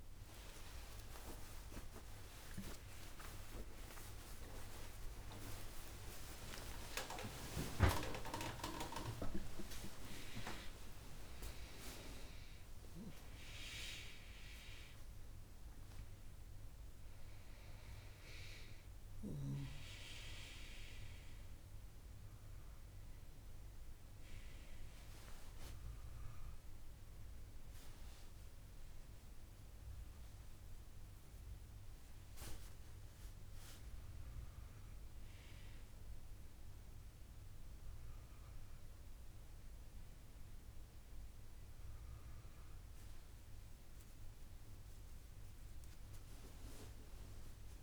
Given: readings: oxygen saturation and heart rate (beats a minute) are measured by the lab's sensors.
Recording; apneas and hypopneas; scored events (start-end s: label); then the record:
a person awake in a sleep study, by a room microphone; none
27.00-47.83 s: new sleep stage, N1 (lightest sleep)
From the record:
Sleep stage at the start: awake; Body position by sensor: on the back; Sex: female